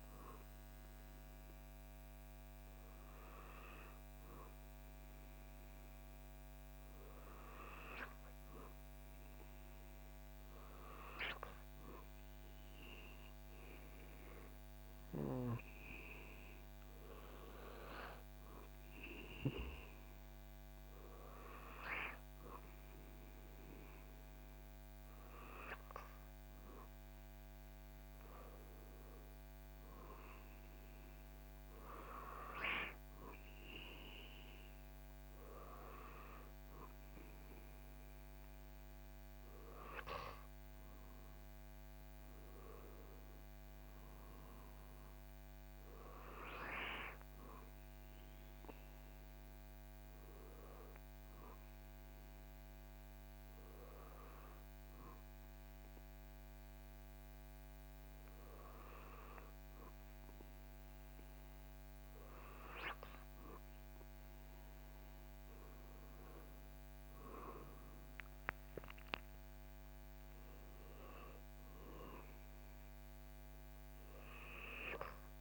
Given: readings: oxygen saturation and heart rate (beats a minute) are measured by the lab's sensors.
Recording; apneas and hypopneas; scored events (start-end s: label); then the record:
breathing in sleep by a microphone on the trachea; none
none scored
From the record:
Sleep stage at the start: N2 (light sleep); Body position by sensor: on the back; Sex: male